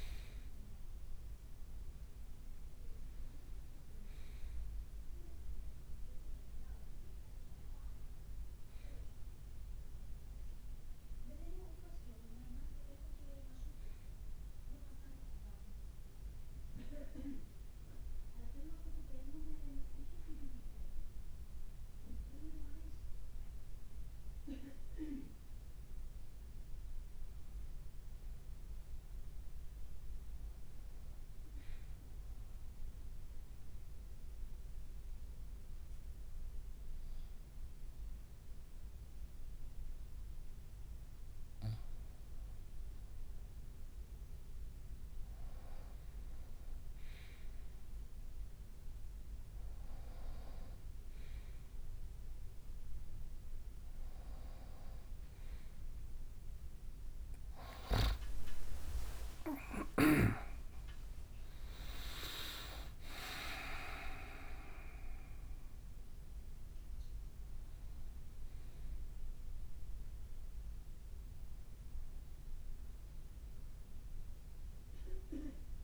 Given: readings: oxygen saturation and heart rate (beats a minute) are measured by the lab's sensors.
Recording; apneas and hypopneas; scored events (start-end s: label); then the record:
breathing in sleep by a room microphone; 1
28.00-75.84 s: new sleep stage, N2 (light sleep)
31.50-41.50 s: obstructive apnea (oxygen 97% before, 93% lowest, heart rate 60 before, 54 extreme, up 2 after)
44.50-49.00 s: arousal
56.50-63.50 s: leg movement (device-marked)
60.00-62.00 s: long interval between heartbeats (device-marked, heart rate 58 before, 81 extreme)
From the record:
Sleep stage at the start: N1 (lightest sleep); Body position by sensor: on the right side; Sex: male